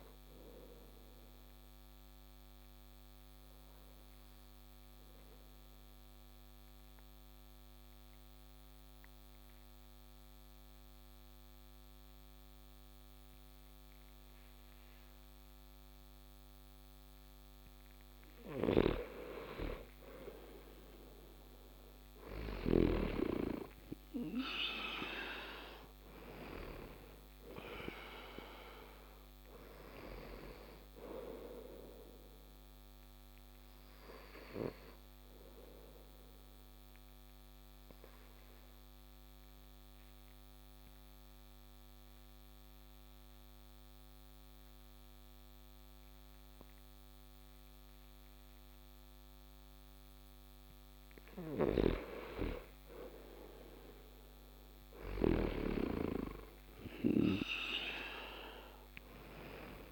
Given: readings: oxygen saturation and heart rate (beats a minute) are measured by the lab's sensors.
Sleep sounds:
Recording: breathing in sleep by a microphone on the trachea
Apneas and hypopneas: 2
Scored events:
2.00-17.00 s: mixed apnea (oxygen 97% before, 91% lowest)
17.50-22.00 s: snoring (device-marked)
19.50-22.50 s: arousal
32.50-51.50 s: oxygen desaturation (device-marked, oxygen 97% before, 91% lowest)
34.00-50.00 s: obstructive apnea (oxygen 97% before, 91% lowest)
50.50-54.50 s: snoring (device-marked)
52.50-56.50 s: arousal
From the record:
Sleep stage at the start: N2 (light sleep)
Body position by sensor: on the back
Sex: male

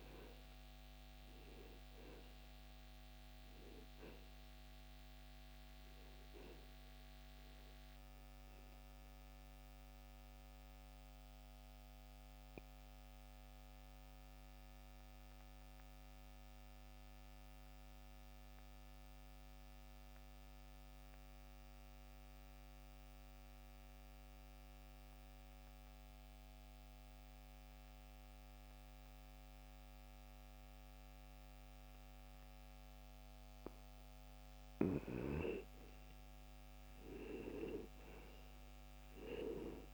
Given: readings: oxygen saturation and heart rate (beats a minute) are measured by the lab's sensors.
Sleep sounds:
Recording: breathing in sleep by a microphone on the trachea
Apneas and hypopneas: 1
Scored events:
8.00-33.50 s: mixed apnea (oxygen 97% before, 83% lowest, heart rate 60 before, 53 extreme, up 4 after)
8.50-31.50 s: oxygen desaturation (device-marked, oxygen 97% before, 89% lowest, heart rate 60 before, 53 extreme)
From the record:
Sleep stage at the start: N2 (light sleep)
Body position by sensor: on the back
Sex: male

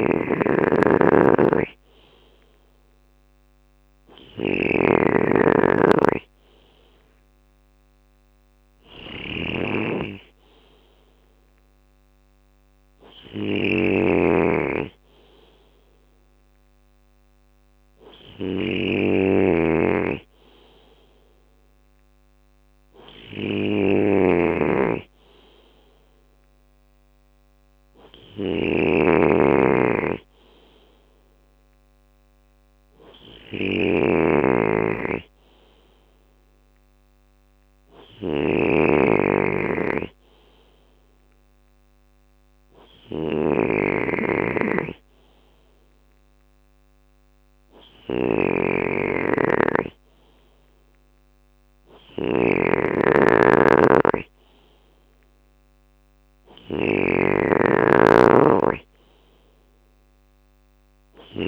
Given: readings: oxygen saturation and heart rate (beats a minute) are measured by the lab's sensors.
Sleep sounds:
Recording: breathing in sleep by a microphone on the trachea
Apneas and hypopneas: none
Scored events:
0.00-61.48 s: snoring (device-marked)
6.50-17.50 s: drop in pulse transit time (device-marked, heart rate 64 before, 61 extreme)
8.50-12.50 s: arousal
From the record:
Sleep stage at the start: N2 (light sleep)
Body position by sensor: on the left side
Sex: male

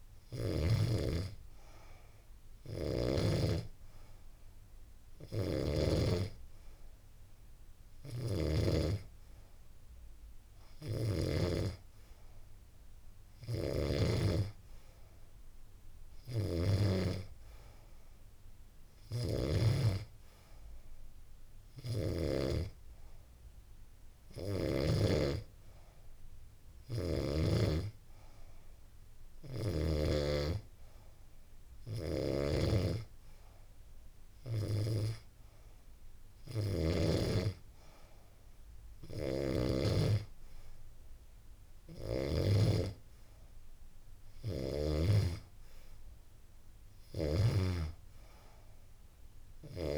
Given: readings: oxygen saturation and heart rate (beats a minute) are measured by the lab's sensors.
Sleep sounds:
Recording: breathing in sleep by a room microphone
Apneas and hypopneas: none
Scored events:
4.50-10.50 s: snoring (device-marked)
12.50-24.00 s: snoring (device-marked)
31.00-36.50 s: snoring (device-marked)
46.00-49.50 s: snoring (device-marked)
From the record:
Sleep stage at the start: N2 (light sleep)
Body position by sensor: on the back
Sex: female

